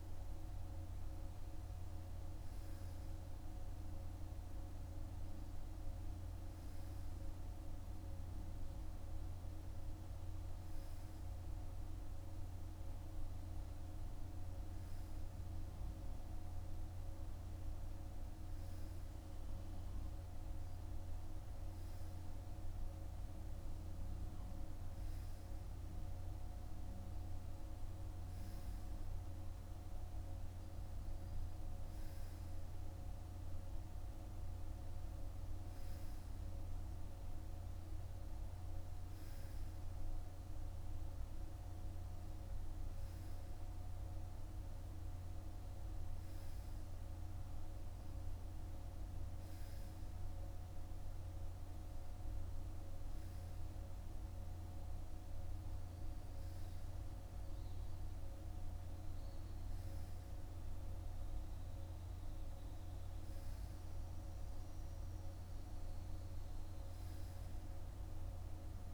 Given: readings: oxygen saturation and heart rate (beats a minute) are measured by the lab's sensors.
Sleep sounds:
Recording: breathing in sleep, hard to hear, by a room microphone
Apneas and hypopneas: none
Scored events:
49.00-68.94 s: new sleep stage, REM sleep
From the record:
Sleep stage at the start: N2 (light sleep)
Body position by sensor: on the right side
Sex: male

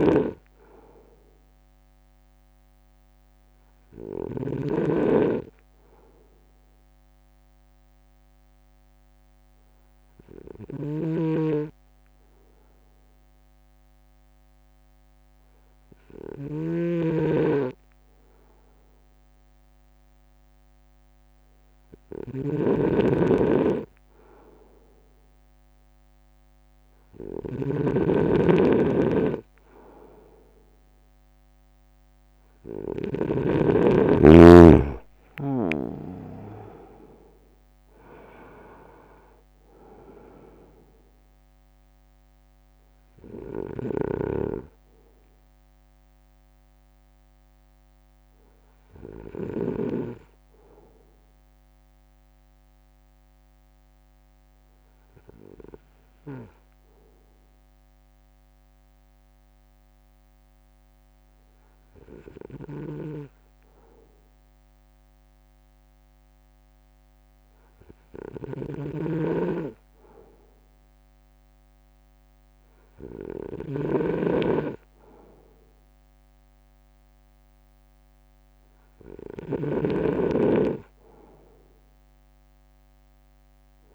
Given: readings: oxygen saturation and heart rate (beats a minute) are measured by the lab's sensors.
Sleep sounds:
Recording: breathing in sleep by a microphone on the trachea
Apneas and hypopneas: 2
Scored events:
0.00-2.00 s: drop in pulse transit time (device-marked, heart rate 57 extreme)
0.00-3.00 s: arousal
0.00-33.50 s: snoring (device-marked)
5.00-23.50 s: hypopnea (oxygen 96% before, 95% lowest, heart rate 58 before, 52 extreme, up 2 after)
33.00-51.00 s: drop in pulse transit time (device-marked, heart rate 57 before, 52 extreme)
35.50-40.00 s: arousal
43.50-50.00 s: snoring (device-marked)
49.50-69.00 s: hypopnea (oxygen 96% before, 95% lowest, heart rate 58 before, 55 extreme, up 3 after)
68.50-83.95 s: snoring (device-marked)
70.50-73.50 s: arousal
From the record:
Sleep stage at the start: N2 (light sleep)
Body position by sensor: on the front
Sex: male

